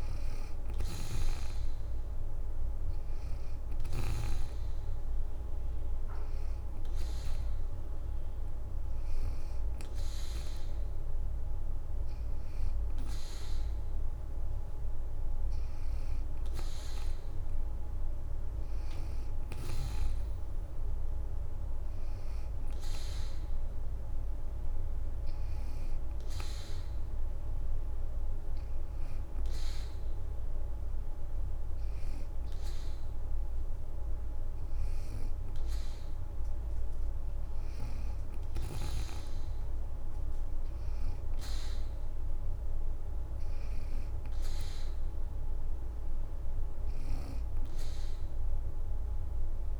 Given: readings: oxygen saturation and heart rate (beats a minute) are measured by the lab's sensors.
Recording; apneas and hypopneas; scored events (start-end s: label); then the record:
breathing in sleep by a room microphone; 1
0.00-2.00 s: arousal
0.00-4.00 s: snoring (device-marked)
3.50-17.50 s: oxygen desaturation (device-marked, oxygen 90% before, 85% lowest, heart rate 80 before, 69 extreme)
26.00-36.50 s: hypopnea (oxygen 90% before, 85% lowest, heart rate 77 before, 71 extreme, up 11 after)
39.00-42.50 s: arousal
From the record:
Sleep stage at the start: N2 (light sleep); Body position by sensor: on the back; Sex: female